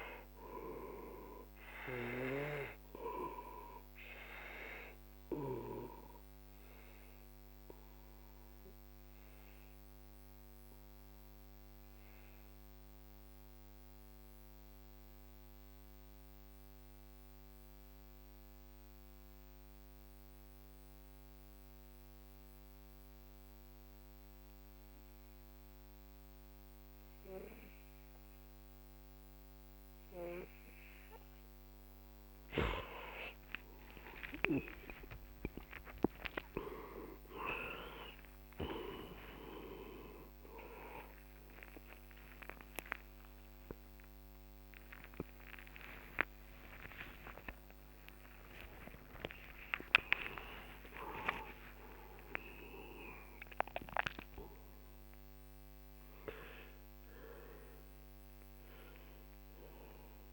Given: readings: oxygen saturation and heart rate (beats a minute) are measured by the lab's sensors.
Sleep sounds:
breathing in sleep by a microphone on the trachea; 1
0.00-20.50 s: oxygen desaturation (device-marked, oxygen 90% lowest, heart rate 32 extreme)
6.00-30.50 s: obstructive apnea (oxygen 97% before, 89% lowest, heart rate 54 before, 32 extreme, up 7 after)
34.50-60.33 s: oxygen desaturation (device-marked, oxygen 97% before, 89% lowest, heart rate 49 before, 32 extreme)
35.00-41.00 s: arousal
47.50-60.33 s: new sleep stage, N1 (lightest sleep)
From the record:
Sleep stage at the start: N2 (light sleep); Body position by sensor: on the back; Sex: male

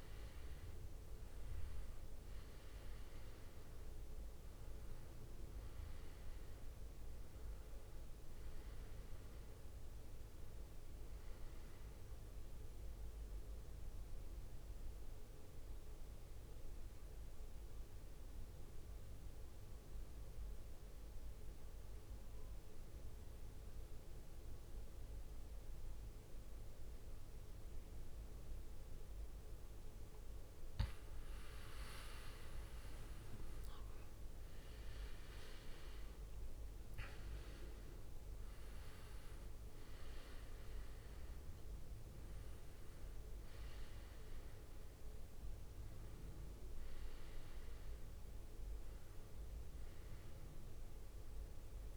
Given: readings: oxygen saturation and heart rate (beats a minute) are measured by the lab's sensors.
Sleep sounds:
breathing in sleep, hard to hear, by a room microphone; 1
0.00-1.00 s: arousal
0.00-16.50 s: oxygen desaturation (device-marked, oxygen 94% lowest, heart rate 52 extreme)
14.50-29.50 s: central apnea (oxygen 99% before, 93% lowest, heart rate 67 before, 52 extreme, up 18 after)
31.50-34.00 s: leg movement (device-marked)
32.00-37.00 s: arousal
33.50-51.97 s: oxygen desaturation (device-marked, oxygen 98% before, 93% lowest, heart rate 56 before, 57 extreme)
34.50-48.50 s: drop in pulse transit time (device-marked, heart rate 56 before, 62 extreme)
From the record:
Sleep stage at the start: N2 (light sleep); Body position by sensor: on the back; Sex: male

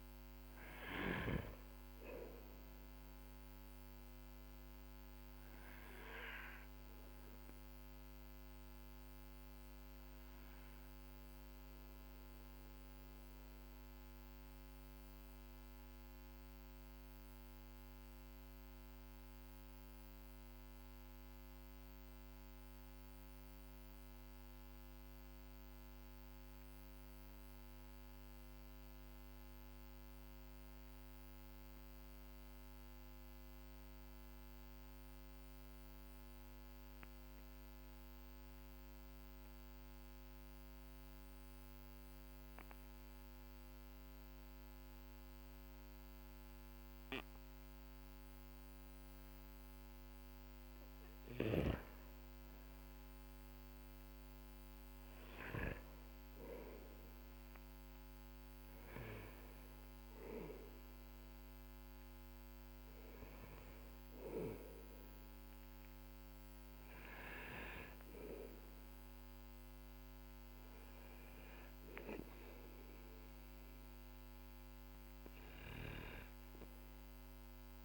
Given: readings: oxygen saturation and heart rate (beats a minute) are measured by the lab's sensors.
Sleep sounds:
breathing in sleep by a microphone on the trachea; 1
0.00-27.00 s: oxygen desaturation (device-marked, oxygen 93% lowest, heart rate 41 extreme)
10.00-50.50 s: mixed apnea (oxygen 98% before, 91% lowest, heart rate 49 before, 44 extreme, up 10 after)
46.00-70.00 s: oxygen desaturation (device-marked, oxygen 99% before, 94% lowest, heart rate 54 before, 45 extreme)
54.00-59.50 s: arousal
72.00-77.85 s: oxygen desaturation (device-marked, oxygen 100% before, 91% lowest, heart rate 53 before, 45 extreme)
From the record:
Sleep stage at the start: N2 (light sleep); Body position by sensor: on the back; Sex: male

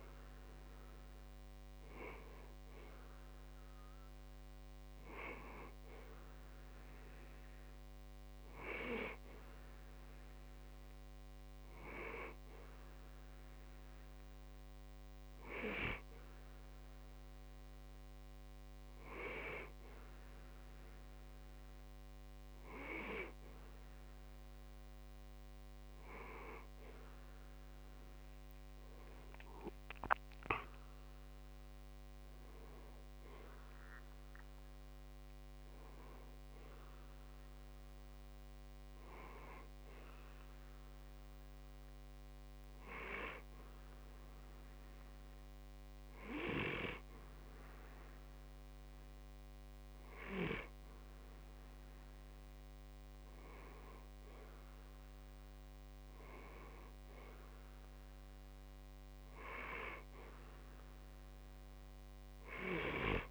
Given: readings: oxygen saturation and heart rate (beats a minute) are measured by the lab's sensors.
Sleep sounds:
breathing in sleep by a microphone on the trachea; none
28.50-32.00 s: arousal
From the record:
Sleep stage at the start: N2 (light sleep); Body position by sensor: on the back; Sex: male

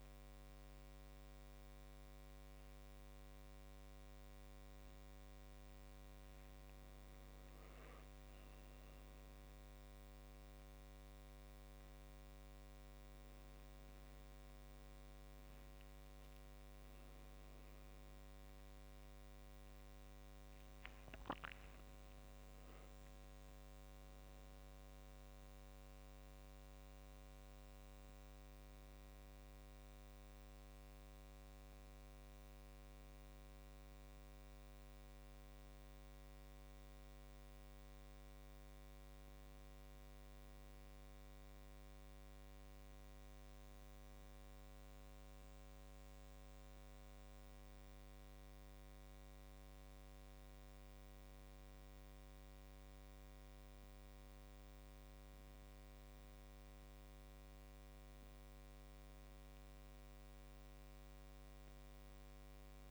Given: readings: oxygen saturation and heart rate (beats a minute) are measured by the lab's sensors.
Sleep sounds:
a person awake in a sleep study, hard to hear, by a microphone on the trachea; none
none scored
From the record:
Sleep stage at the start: awake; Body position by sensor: on the back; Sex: male

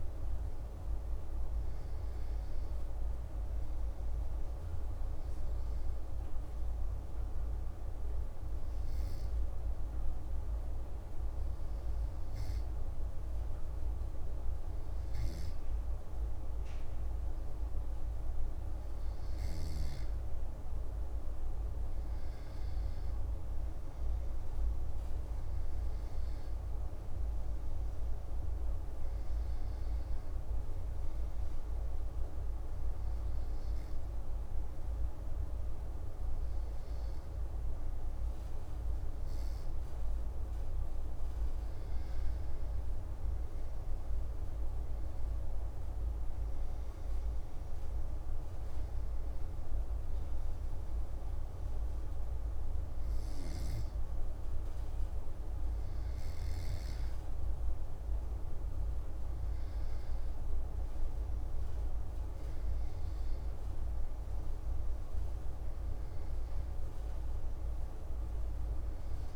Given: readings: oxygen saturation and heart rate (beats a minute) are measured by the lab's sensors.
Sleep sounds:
breathing in sleep, hard to hear, by a room microphone; 2
2.00-15.00 s: obstructive apnea (oxygen 96% before, 95% lowest)
21.50-26.00 s: arousal
29.50-41.50 s: obstructive apnea (oxygen 96% before, 95% lowest)
43.50-48.50 s: arousal
From the record:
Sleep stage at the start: N2 (light sleep); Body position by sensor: on the back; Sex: male

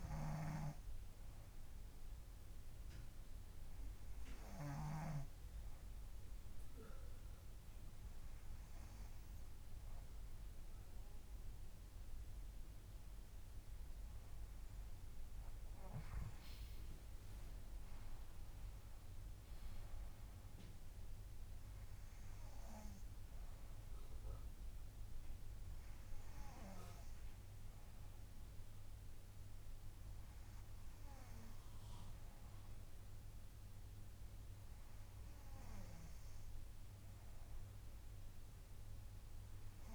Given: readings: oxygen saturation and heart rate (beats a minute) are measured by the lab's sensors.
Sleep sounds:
breathing in sleep by a room microphone; none
0.50-5.50 s: snoring (device-marked)
From the record:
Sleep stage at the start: N2 (light sleep); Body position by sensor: on the right side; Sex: female

